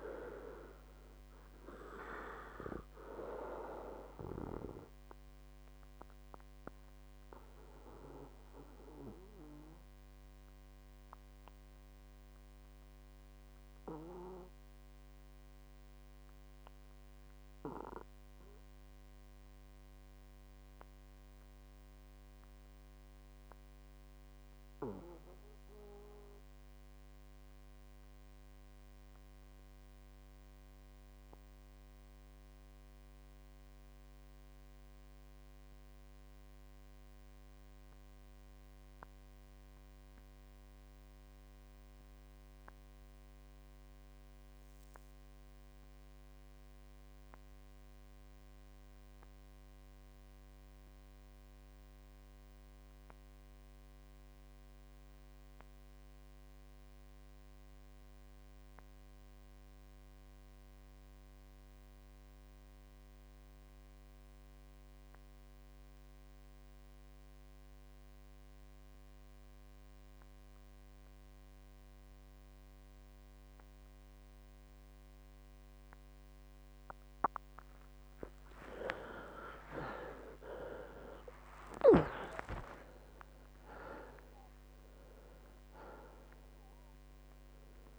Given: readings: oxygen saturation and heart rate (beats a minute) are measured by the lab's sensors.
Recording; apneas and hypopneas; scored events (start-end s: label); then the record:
breathing in sleep by a microphone on the trachea; 1
0.00-1.50 s: arousal
7.00-22.00 s: oxygen desaturation (device-marked, oxygen 97% before, 92% lowest, heart rate 72 before, 58 extreme)
7.00-77.00 s: mixed apnea (oxygen 99% before, 69% lowest, heart rate 72 before, 58 extreme, up 40 after)
16.50-18.50 s: long interval between heartbeats (device-marked, heart rate 72 before, 67 extreme)
37.00-87.99 s: oxygen desaturation (device-marked, oxygen 97% before, 69% lowest, heart rate 63 before, 63 extreme)
80.50-84.50 s: arousal
81.00-85.00 s: tachycardia (device-marked, heart rate 68 before, 104 extreme)
81.50-83.50 s: long interval between heartbeats (device-marked, heart rate 69 before, 84 extreme)
From the record:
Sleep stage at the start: N2 (light sleep); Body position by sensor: on the back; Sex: male